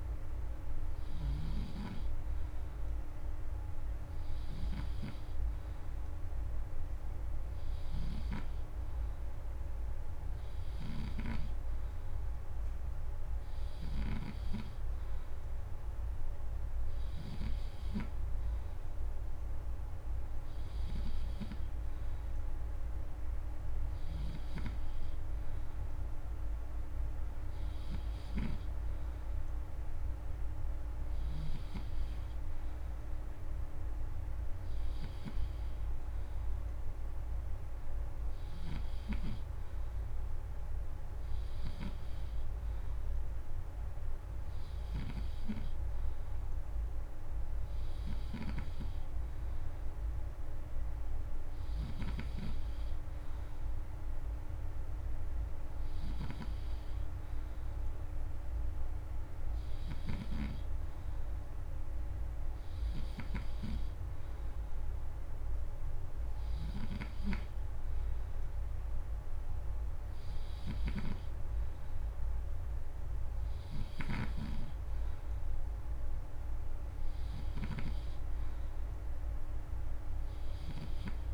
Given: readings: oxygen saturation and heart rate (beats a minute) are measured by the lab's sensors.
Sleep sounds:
breathing in sleep by a room microphone; none
0.00-14.00 s: snoring (device-marked)
20.50-24.00 s: snoring (device-marked)
44.50-48.50 s: snoring (device-marked)
55.50-63.00 s: snoring (device-marked)
70.50-77.50 s: snoring (device-marked)
From the record:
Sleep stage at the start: N3 (deep sleep); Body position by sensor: on the back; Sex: male

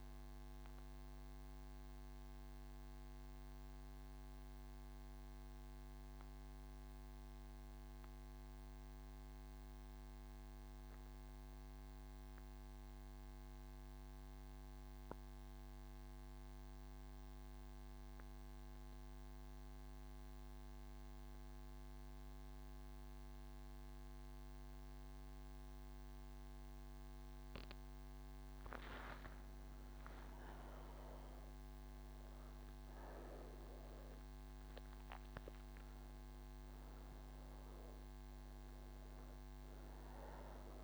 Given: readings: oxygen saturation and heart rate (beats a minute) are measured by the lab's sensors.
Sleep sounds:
breathing in sleep, hard to hear, by a microphone on the trachea; none
0.00-4.50 s: oxygen desaturation (device-marked, oxygen 87% lowest)
29.50-40.84 s: oxygen desaturation (device-marked, oxygen 99% before, 88% lowest)
From the record:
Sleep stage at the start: N2 (light sleep); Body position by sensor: on the right side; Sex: female

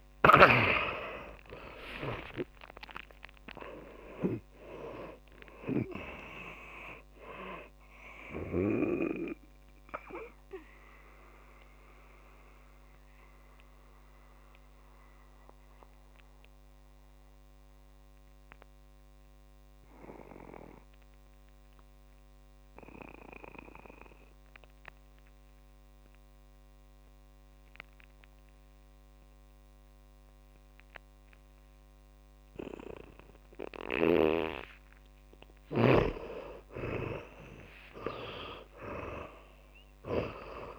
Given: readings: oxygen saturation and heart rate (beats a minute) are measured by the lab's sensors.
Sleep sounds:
breathing in sleep by a microphone on the trachea; 1
0.00-5.50 s: arousal
0.00-29.50 s: oxygen desaturation (device-marked, oxygen 75% lowest)
10.50-34.50 s: mixed apnea (oxygen 99% before, 75% lowest)
35.50-39.50 s: arousal
From the record:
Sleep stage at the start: N2 (light sleep); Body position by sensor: on the back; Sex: male

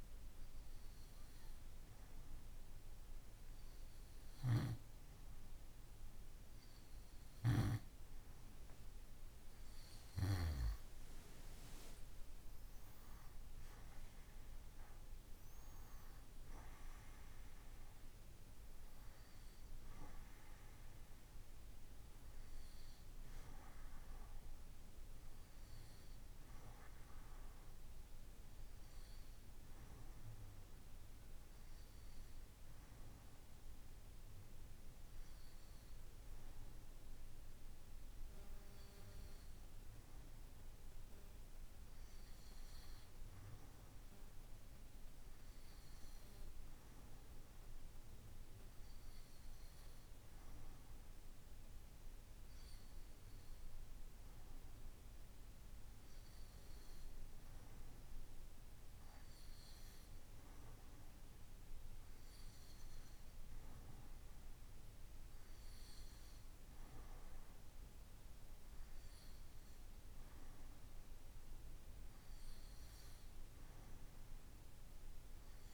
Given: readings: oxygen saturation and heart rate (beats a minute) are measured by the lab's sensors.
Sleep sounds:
breathing in sleep, hard to hear, by a room microphone; none
none scored
From the record:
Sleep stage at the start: N2 (light sleep); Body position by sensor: on the right side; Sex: male

